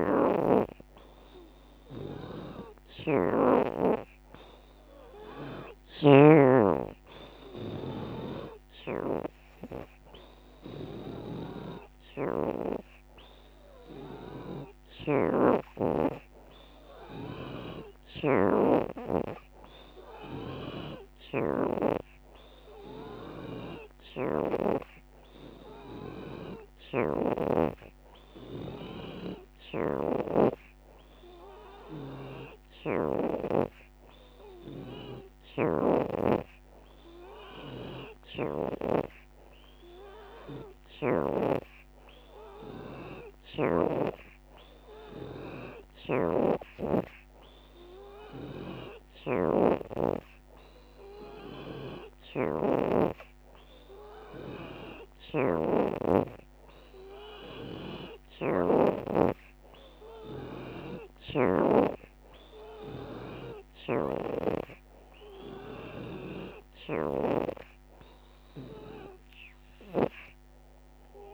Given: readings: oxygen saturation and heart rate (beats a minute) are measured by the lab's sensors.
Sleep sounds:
breathing in sleep by a microphone on the trachea; none
8.00-22.00 s: oxygen desaturation (device-marked, oxygen 76% before, 73% lowest, heart rate 92 before, 87 extreme)
24.00-34.00 s: oxygen desaturation (device-marked, oxygen 77% before, 73% lowest, heart rate 95 before, 87 extreme)
36.00-52.00 s: oxygen desaturation (device-marked, oxygen 76% before, 72% lowest, heart rate 93 before, 87 extreme)
From the record:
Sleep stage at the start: N3 (deep sleep); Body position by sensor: on the back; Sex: female

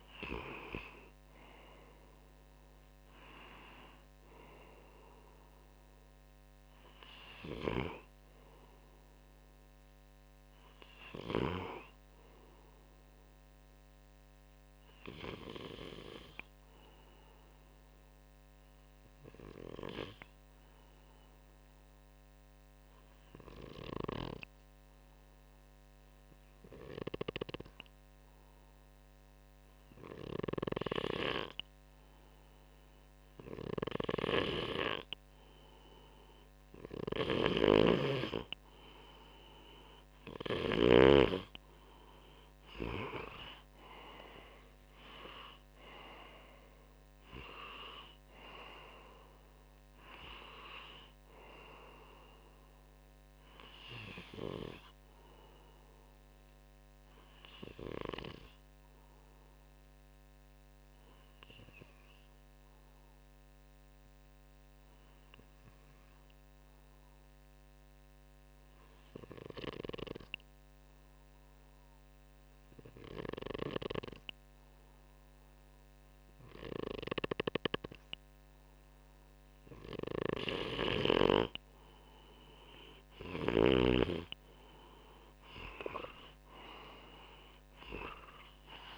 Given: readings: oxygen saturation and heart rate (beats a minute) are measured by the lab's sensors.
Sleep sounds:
breathing in sleep by a microphone on the trachea; 2
0.00-10.50 s: oxygen desaturation (device-marked, oxygen 93% lowest, heart rate 63 extreme)
12.00-15.50 s: arousal
17.50-33.00 s: obstructive apnea (oxygen 98% before, 94% lowest, heart rate 67 before, 63 extreme, up 1 after)
33.50-40.50 s: snoring (device-marked)
35.50-38.00 s: arousal
56.50-79.00 s: obstructive apnea (oxygen 97% before, 94% lowest, heart rate 67 before, 58 extreme, up 6 after)
78.50-88.98 s: oxygen desaturation (device-marked, oxygen 98% before, 94% lowest, heart rate 61 before, 61 extreme)
83.00-87.00 s: arousal
From the record:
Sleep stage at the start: N2 (light sleep); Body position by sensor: on the front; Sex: male

